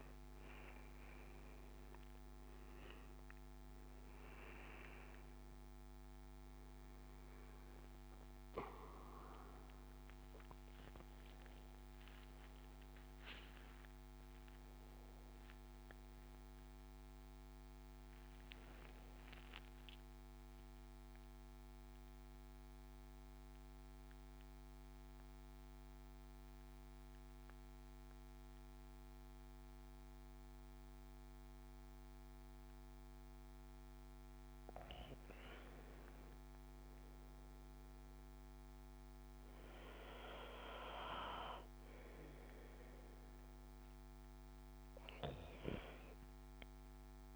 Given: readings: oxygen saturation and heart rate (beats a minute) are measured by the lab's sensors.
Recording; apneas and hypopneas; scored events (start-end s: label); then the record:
breathing in sleep by a microphone on the trachea; 1
0.00-1.00 s: arousal
0.00-21.50 s: oxygen desaturation (device-marked, oxygen 92% lowest, heart rate 63 extreme)
19.50-32.00 s: central apnea (oxygen 98% before, 92% lowest, heart rate 79 before, 63 extreme, up 5 after)
32.50-36.50 s: arousal
39.50-47.36 s: oxygen desaturation (device-marked, oxygen 99% before, 95% lowest, heart rate 69 before, 65 extreme)
From the record:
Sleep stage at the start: N2 (light sleep); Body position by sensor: on the back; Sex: male